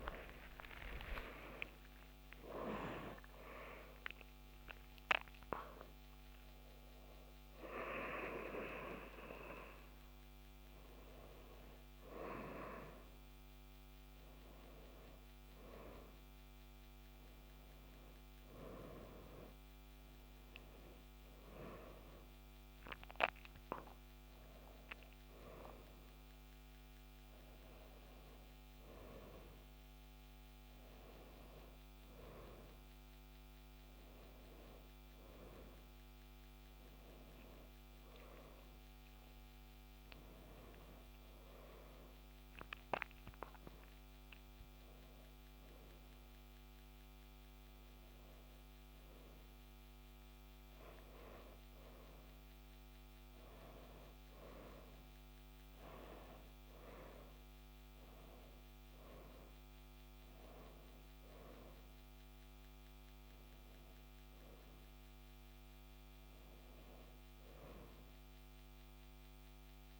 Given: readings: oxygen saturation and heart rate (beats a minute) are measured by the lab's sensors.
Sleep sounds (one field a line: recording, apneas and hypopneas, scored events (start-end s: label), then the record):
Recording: a person awake in a sleep study, by a microphone on the trachea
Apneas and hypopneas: none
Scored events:
58.50-70.00 s: new sleep stage, N2 (light sleep)
From the record:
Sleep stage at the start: awake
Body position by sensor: on the back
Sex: male